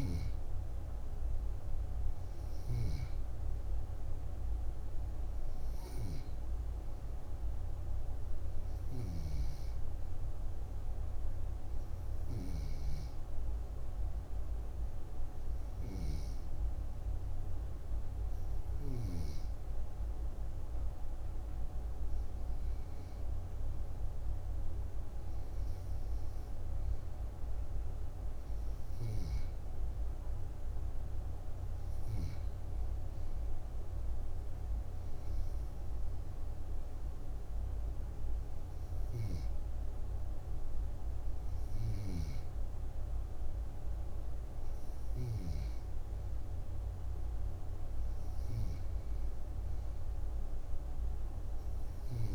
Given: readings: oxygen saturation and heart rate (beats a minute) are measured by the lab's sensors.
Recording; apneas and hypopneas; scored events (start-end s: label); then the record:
breathing in sleep, hard to hear, by a room microphone; 1
2.50-16.50 s: oxygen desaturation (device-marked, oxygen 95% before, 91% lowest, heart rate 62 before, 61 extreme)
11.50-24.00 s: hypopnea (oxygen 95% before, 91% lowest, heart rate 63 before, 61 extreme, up 5 after)
26.50-31.00 s: arousal
From the record:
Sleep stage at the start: N2 (light sleep); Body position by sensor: on the back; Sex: female